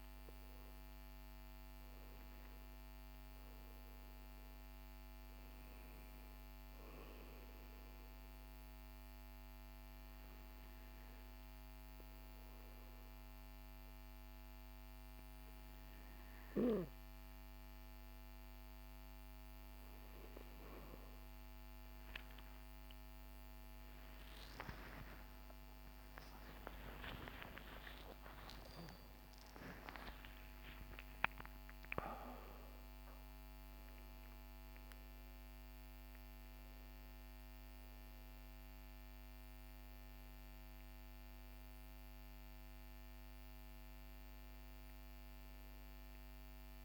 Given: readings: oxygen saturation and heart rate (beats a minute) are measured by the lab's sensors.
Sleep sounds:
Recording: breathing in sleep by a microphone on the trachea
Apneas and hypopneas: 1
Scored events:
8.50-19.50 s: obstructive apnea (oxygen 97% before, 95% lowest, heart rate 57 before, 48 extreme, up 30 after)
23.00-29.00 s: arousal
From the record:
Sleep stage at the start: N2 (light sleep)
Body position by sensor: on the back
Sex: male

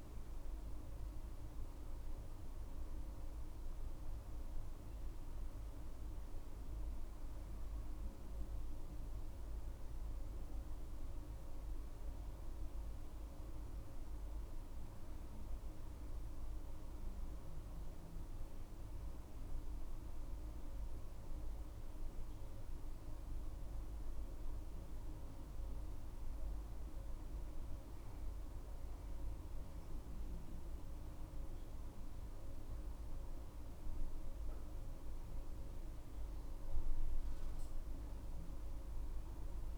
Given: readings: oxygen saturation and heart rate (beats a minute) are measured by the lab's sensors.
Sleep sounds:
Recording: breathing in sleep, hard to hear, by a room microphone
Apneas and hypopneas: none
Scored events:
none scored
From the record:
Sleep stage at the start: N1 (lightest sleep)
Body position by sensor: on the back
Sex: female

